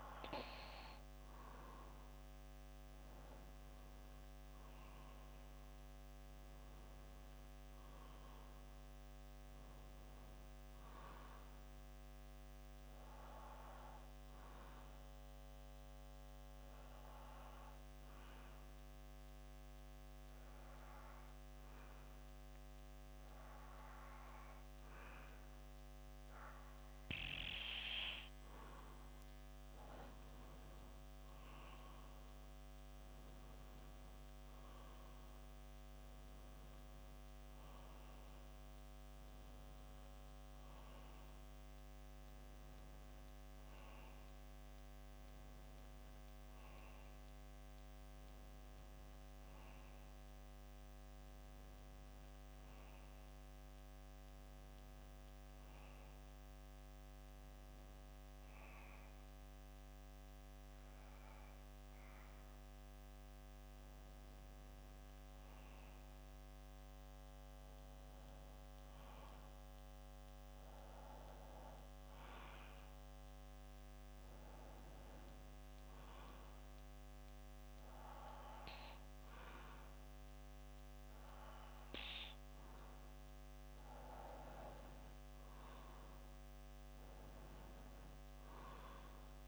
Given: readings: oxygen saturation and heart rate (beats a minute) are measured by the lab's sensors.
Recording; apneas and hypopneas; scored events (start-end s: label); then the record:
breathing in sleep by a microphone on the trachea; 2
11.50-24.50 s: bradycardia (device-marked, heart rate 63 before, 58 extreme)
13.00-28.00 s: obstructive apnea (oxygen 93% before, 92% lowest, heart rate 61 before, 58 extreme, up 5 after)
30.50-34.00 s: arousal
69.50-83.00 s: hypopnea (oxygen 95% before, 92% lowest, heart rate 62 before, 59 extreme, up 3 after)
85.00-88.00 s: arousal
From the record:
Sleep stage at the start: N2 (light sleep); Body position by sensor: on the back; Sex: male